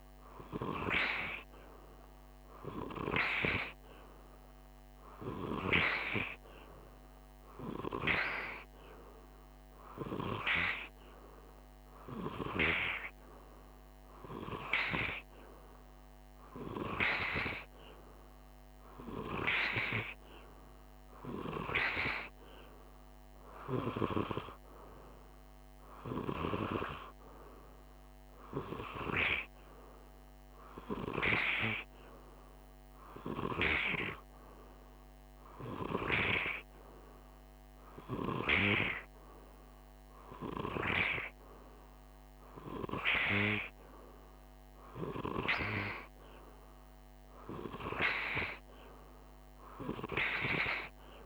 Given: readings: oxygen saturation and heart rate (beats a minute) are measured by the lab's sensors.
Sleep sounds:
breathing in sleep by a microphone on the trachea; none
none scored
From the record:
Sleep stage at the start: N2 (light sleep); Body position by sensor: on the right side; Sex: male

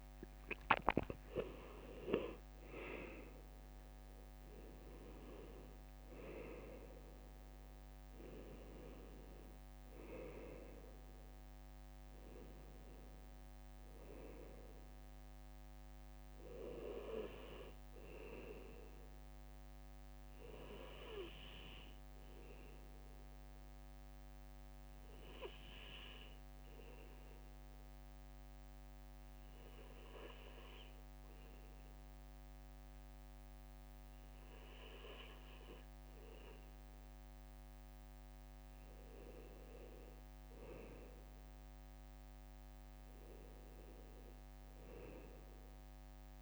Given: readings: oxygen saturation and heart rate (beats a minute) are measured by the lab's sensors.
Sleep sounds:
breathing in sleep by a microphone on the trachea; 1
0.00-10.00 s: oxygen desaturation (device-marked, oxygen 94% lowest, heart rate 57 extreme)
10.00-46.42 s: bradycardia (device-marked, heart rate 59 before, 56 extreme)
16.00-32.00 s: oxygen desaturation (device-marked, oxygen 96% before, 93% lowest, heart rate 62 before, 56 extreme)
20.50-36.50 s: obstructive apnea (oxygen 97% before, 93% lowest, heart rate 61 before, 56 extreme, up 1 after)
37.50-42.00 s: arousal
From the record:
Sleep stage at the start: N2 (light sleep); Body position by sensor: on the back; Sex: male

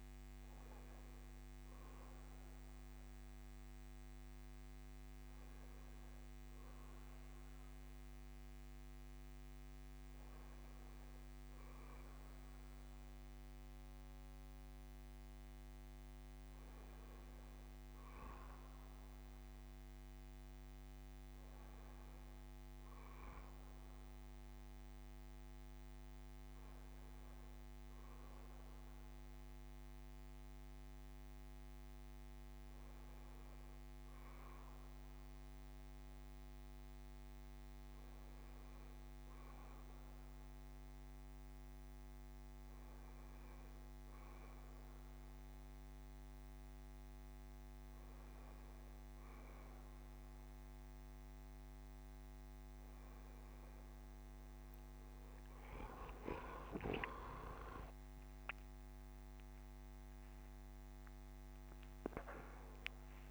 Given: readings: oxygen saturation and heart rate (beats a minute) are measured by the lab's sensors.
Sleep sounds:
breathing in sleep, hard to hear, by a microphone on the trachea; none
none scored
From the record:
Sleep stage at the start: N1 (lightest sleep); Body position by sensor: on the back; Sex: male

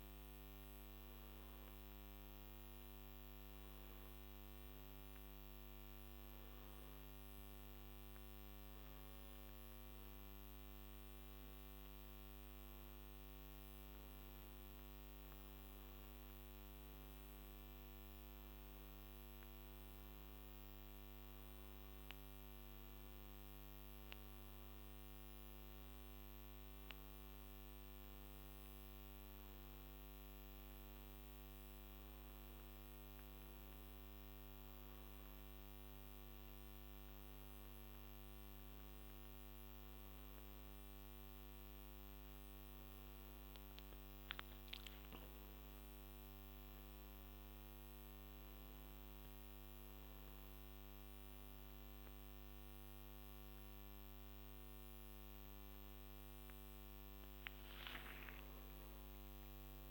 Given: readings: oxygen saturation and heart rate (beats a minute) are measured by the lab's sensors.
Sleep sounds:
breathing in sleep, hard to hear, by a microphone on the trachea; none
24.50-59.90 s: new sleep stage, N1 (lightest sleep)
37.50-42.00 s: arousal
From the record:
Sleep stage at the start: N2 (light sleep); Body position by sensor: on the back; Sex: male

